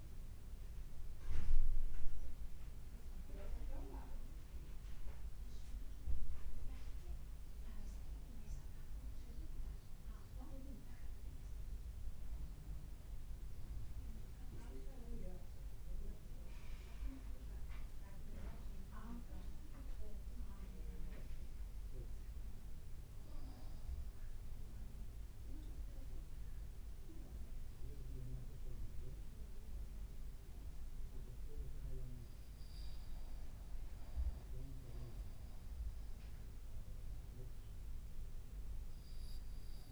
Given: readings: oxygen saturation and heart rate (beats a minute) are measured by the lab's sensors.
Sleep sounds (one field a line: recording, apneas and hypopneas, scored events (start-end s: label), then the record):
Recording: breathing in sleep by a room microphone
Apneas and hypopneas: 1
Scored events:
16.00-20.00 s: arousal
23.50-33.50 s: obstructive apnea (oxygen 96% before, 92% lowest, heart rate 55 before, 52 extreme, up 1 after)
37.50-39.92 s: arousal
From the record:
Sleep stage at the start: N2 (light sleep)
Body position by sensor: on the back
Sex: male